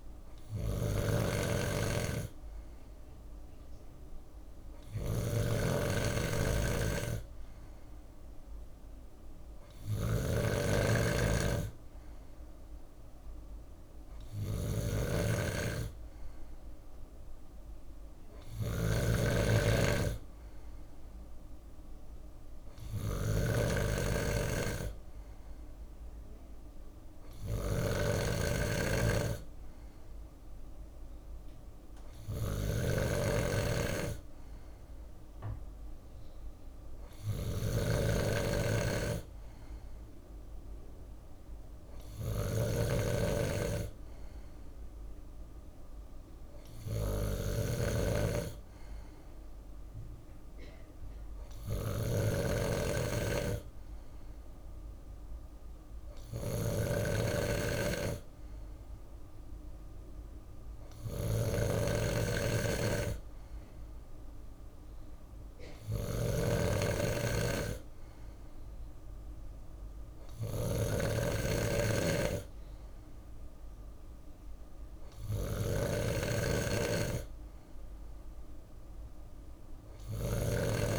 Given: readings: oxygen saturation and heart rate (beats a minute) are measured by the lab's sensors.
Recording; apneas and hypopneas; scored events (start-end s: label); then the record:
breathing in sleep by a room microphone; none
0.00-80.99 s: snoring (device-marked)
From the record:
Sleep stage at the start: N2 (light sleep); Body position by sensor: on the left side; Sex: male